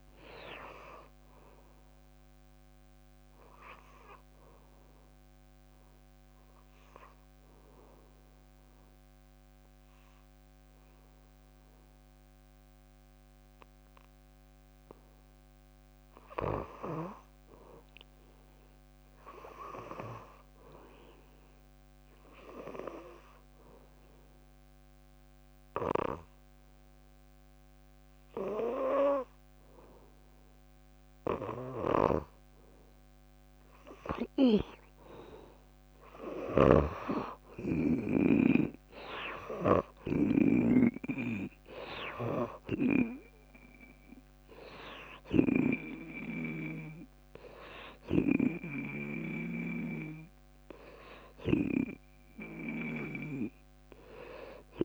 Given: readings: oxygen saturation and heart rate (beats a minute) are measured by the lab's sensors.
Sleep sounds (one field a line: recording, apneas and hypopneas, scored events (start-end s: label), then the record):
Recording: breathing in sleep by a microphone on the trachea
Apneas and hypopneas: 2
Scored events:
0.00-13.00 s: oxygen desaturation (device-marked, oxygen 79% lowest, heart rate 59 extreme)
5.00-15.00 s: obstructive apnea (oxygen 96% before, 82% lowest, heart rate 69 before, 60 extreme, up 4 after)
17.00-20.00 s: arousal
24.50-34.50 s: obstructive apnea (oxygen 99% before, 84% lowest, heart rate 61 before, 63 extreme, up 8 after)
25.00-54.85 s: oxygen desaturation (device-marked, oxygen 99% before, 84% lowest, heart rate 62 before, 59 extreme)
36.50-40.50 s: arousal
36.50-41.00 s: snoring (device-marked)
From the record:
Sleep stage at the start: N2 (light sleep)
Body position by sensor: on the back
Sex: female